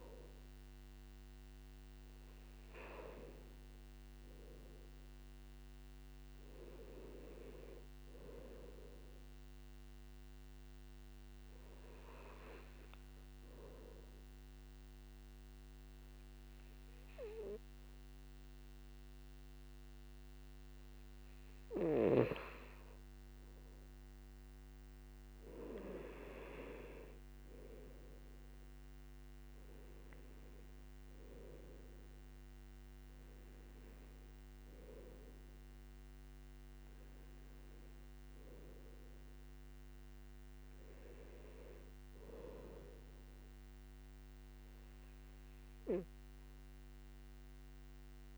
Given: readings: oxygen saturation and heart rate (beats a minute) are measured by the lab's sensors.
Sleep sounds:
breathing in sleep by a microphone on the trachea; 1
0.00-10.00 s: oxygen desaturation (device-marked, oxygen 91% lowest, heart rate 55 extreme)
12.00-26.00 s: obstructive apnea (oxygen 98% before, 93% lowest, heart rate 70 before, 57 extreme, up 16 after)
28.00-31.00 s: arousal
31.00-48.38 s: oxygen desaturation (device-marked, oxygen 97% before, 93% lowest, heart rate 62 before, 64 extreme)
46.00-48.38 s: new sleep stage, N1 (lightest sleep)
From the record:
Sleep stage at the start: N2 (light sleep); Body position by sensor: on the right side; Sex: male

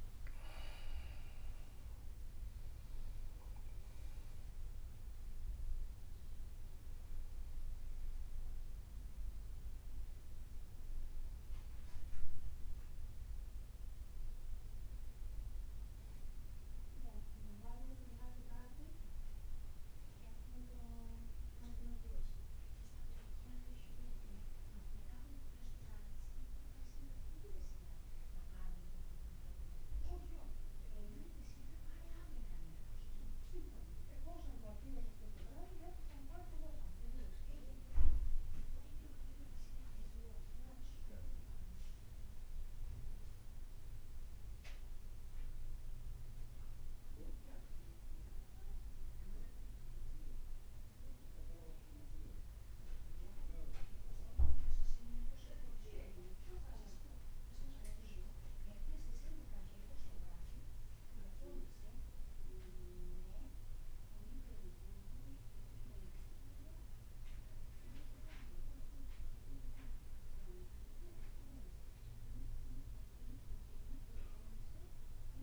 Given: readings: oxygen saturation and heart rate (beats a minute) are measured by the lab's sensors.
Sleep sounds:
breathing in sleep by a room microphone; none
0.00-3.00 s: leg movement (device-marked)
21.50-75.43 s: new sleep stage, N1 (lightest sleep)
67.50-72.50 s: arousal
From the record:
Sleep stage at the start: N2 (light sleep); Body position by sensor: on the back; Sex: male

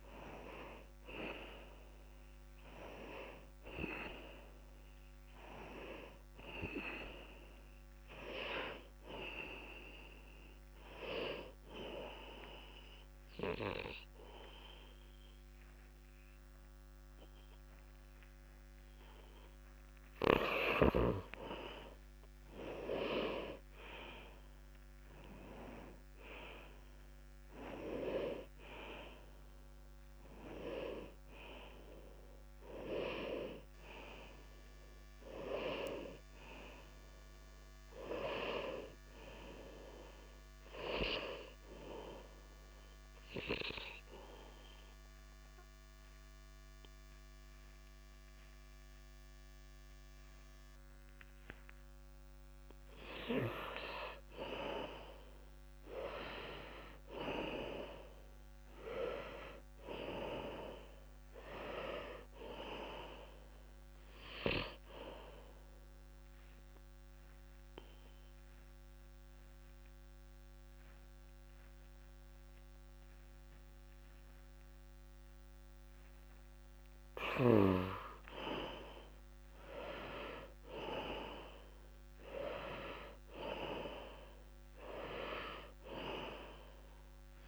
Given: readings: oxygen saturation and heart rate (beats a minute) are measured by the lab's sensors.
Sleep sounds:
breathing in sleep by a microphone on the trachea; 3
0.00-19.50 s: oxygen desaturation (device-marked, oxygen 85% lowest, heart rate 59 extreme)
10.50-21.50 s: hypopnea (oxygen 99% before, 80% lowest, heart rate 67 before, 59 extreme, up 0 after)
23.50-26.50 s: arousal
31.50-50.50 s: oxygen desaturation (device-marked, oxygen 95% before, 80% lowest, heart rate 64 before, 60 extreme)
43.50-54.50 s: obstructive apnea (oxygen 96% before, 83% lowest, heart rate 63 before, 60 extreme, up 0 after)
57.00-60.50 s: arousal
63.50-78.50 s: oxygen desaturation (device-marked, oxygen 97% before, 85% lowest, heart rate 64 before, 61 extreme)
63.50-87.48 s: new sleep stage, N2 (light sleep)
66.00-77.50 s: obstructive apnea (oxygen 98% before, 85% lowest, heart rate 64 before, 61 extreme, up 0 after)
80.50-83.50 s: arousal
From the record:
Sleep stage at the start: N1 (lightest sleep); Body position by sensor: on the left side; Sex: male

